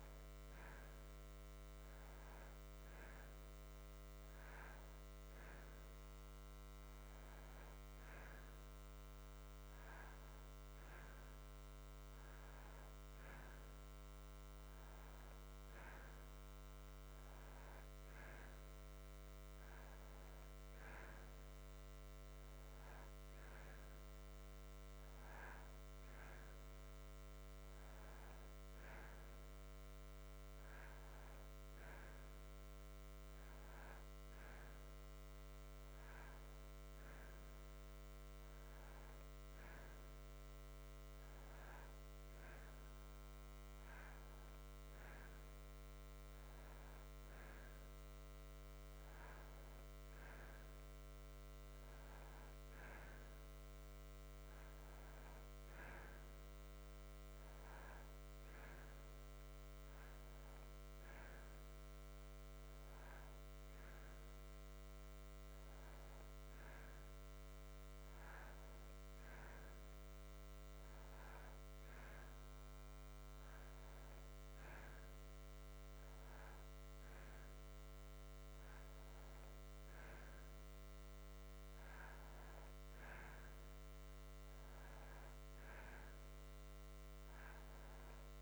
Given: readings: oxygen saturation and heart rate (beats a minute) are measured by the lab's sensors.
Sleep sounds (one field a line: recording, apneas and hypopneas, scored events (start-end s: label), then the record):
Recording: breathing in sleep, hard to hear, by a microphone on the trachea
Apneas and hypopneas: none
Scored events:
none scored
From the record:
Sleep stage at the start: N2 (light sleep)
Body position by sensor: on the back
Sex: male